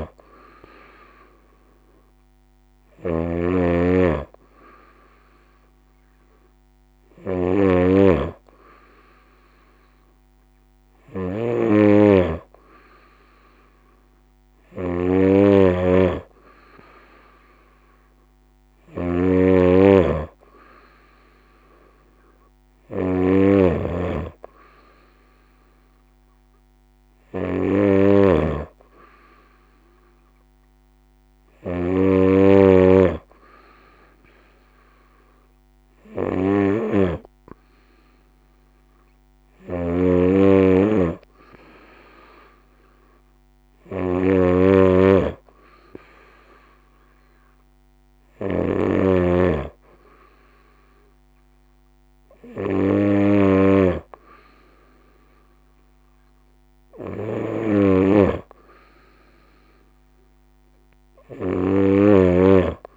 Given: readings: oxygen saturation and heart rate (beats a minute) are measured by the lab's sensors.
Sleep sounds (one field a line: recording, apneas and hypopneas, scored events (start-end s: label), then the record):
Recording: breathing in sleep by a microphone on the trachea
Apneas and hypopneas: none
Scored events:
0.00-62.97 s: snoring (device-marked)
From the record:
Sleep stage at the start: N2 (light sleep)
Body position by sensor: on the right side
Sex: female